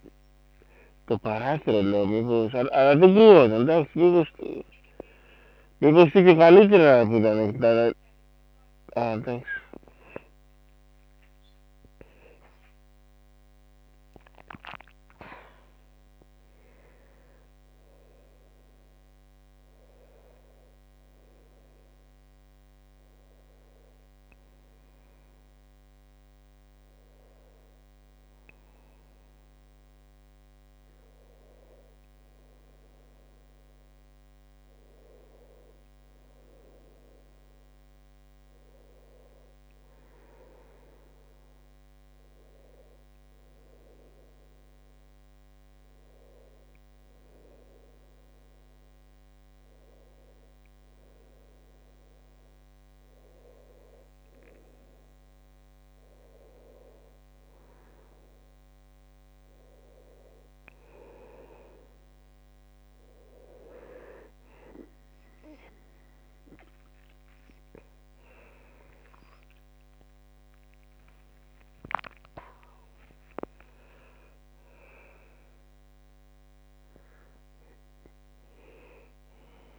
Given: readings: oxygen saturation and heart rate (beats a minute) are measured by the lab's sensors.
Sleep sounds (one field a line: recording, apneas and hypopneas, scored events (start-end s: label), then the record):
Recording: a person awake in a sleep study, by a microphone on the trachea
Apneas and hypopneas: none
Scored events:
0.00-7.50 s: bradycardia (device-marked)
6.00-8.00 s: long interval between heartbeats (device-marked)
6.00-9.50 s: snoring (device-marked)
30.50-32.50 s: long interval between heartbeats (device-marked, heart rate 72 before, 88 extreme)
35.00-37.00 s: long interval between heartbeats (device-marked, heart rate 74 before, 96 extreme)
37.50-39.50 s: long interval between heartbeats (device-marked, heart rate 77 before, 90 extreme)
42.50-44.50 s: long interval between heartbeats (device-marked, heart rate 83 before, 89 extreme)
44.50-46.50 s: long interval between heartbeats (device-marked, heart rate 86 before, 89 extreme)
47.00-49.00 s: long interval between heartbeats (device-marked, heart rate 89 before, 103 extreme)
54.00-56.00 s: long interval between heartbeats (device-marked, heart rate 94 before, 78 extreme)
72.00-74.00 s: long interval between heartbeats (device-marked, heart rate 76 before, 105 extreme)
74.00-76.00 s: long interval between heartbeats (device-marked, heart rate 79 before, 119 extreme)
From the record:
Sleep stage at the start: awake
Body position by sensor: on the back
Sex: male